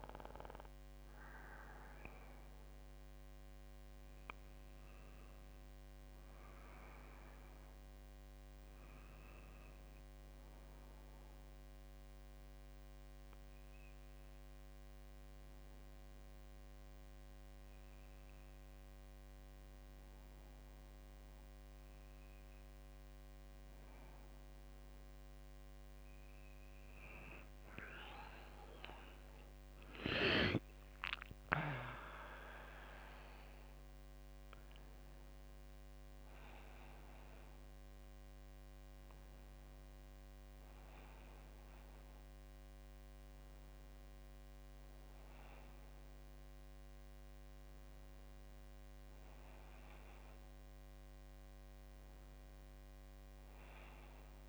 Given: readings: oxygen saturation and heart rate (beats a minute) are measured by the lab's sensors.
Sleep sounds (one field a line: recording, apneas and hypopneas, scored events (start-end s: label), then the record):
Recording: breathing in sleep by a microphone on the trachea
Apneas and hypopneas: none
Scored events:
25.50-54.49 s: new sleep stage, N1 (lightest sleep)
26.50-30.50 s: arousal
From the record:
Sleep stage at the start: N2 (light sleep)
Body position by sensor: on the back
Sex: female